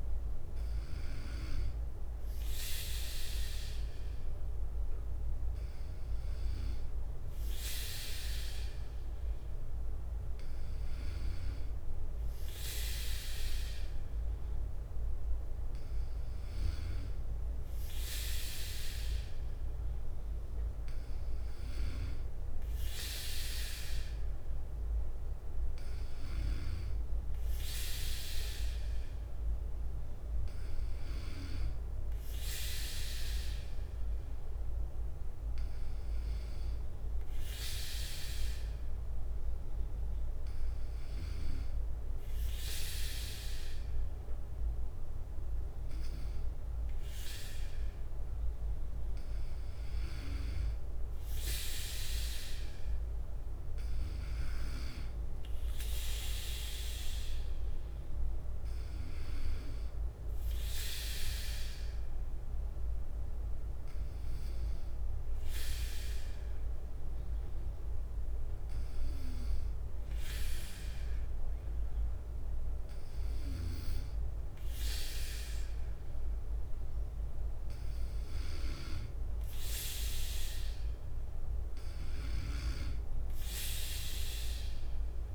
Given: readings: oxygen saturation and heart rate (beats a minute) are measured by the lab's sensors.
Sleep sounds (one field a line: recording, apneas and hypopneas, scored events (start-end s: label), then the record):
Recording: breathing in sleep by a room microphone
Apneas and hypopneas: none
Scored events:
1.00-21.00 s: bradycardia (device-marked, heart rate 61 before, 56 extreme)
24.00-47.00 s: bradycardia (device-marked, heart rate 61 before, 57 extreme)
57.00-61.00 s: bradycardia (device-marked, heart rate 61 before, 59 extreme)
68.00-78.00 s: bradycardia (device-marked, heart rate 61 before, 57 extreme)
From the record:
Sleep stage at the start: N2 (light sleep)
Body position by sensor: on the right side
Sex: male